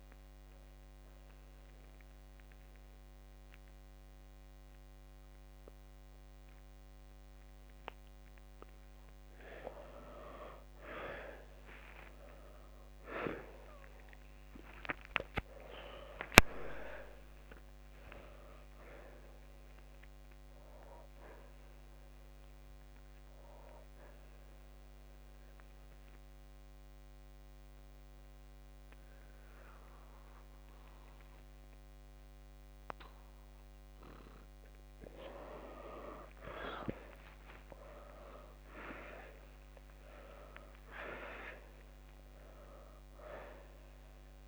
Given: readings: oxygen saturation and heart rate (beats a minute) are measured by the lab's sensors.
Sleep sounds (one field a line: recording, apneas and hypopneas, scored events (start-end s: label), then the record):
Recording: breathing in sleep by a microphone on the trachea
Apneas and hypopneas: none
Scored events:
1.50-14.50 s: oxygen desaturation (device-marked, oxygen 95% before, 90% lowest, heart rate 65 before, 56 extreme)
14.00-20.00 s: arousal
23.50-38.50 s: oxygen desaturation (device-marked, oxygen 92% before, 83% lowest, heart rate 64 before, 56 extreme)
41.00-44.48 s: arousal
From the record:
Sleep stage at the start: N2 (light sleep)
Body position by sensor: on the left side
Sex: male